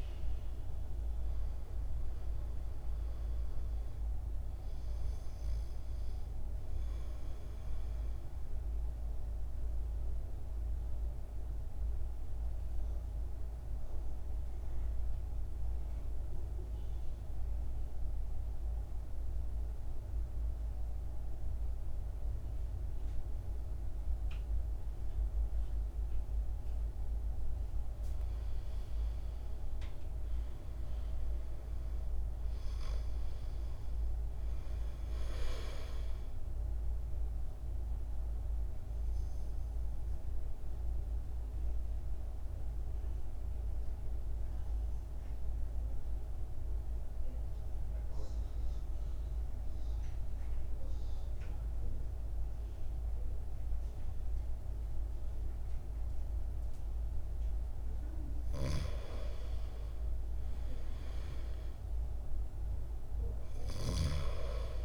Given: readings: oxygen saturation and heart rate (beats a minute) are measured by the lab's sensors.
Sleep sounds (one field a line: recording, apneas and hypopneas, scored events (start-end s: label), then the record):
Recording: breathing in sleep, hard to hear, by a room microphone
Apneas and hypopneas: 2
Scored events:
0.00-13.50 s: oxygen desaturation (device-marked, oxygen 89% lowest, heart rate 54 extreme)
7.00-27.00 s: central apnea (oxygen 98% before, 86% lowest, heart rate 60 before, 54 extreme, up 8 after)
15.50-25.50 s: oxygen desaturation (device-marked, oxygen 95% before, 86% lowest, heart rate 60 before, 54 extreme)
29.00-32.00 s: arousal
34.50-52.50 s: oxygen desaturation (device-marked, oxygen 99% before, 90% lowest, heart rate 57 before, 54 extreme)
36.50-57.50 s: obstructive apnea (oxygen 99% before, 88% lowest, heart rate 58 before, 54 extreme, up 4 after)
58.50-64.85 s: oxygen desaturation (device-marked, oxygen 99% before, 89% lowest, heart rate 55 before, 53 extreme)
60.00-63.00 s: arousal
From the record:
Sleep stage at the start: N2 (light sleep)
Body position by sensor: on the back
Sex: male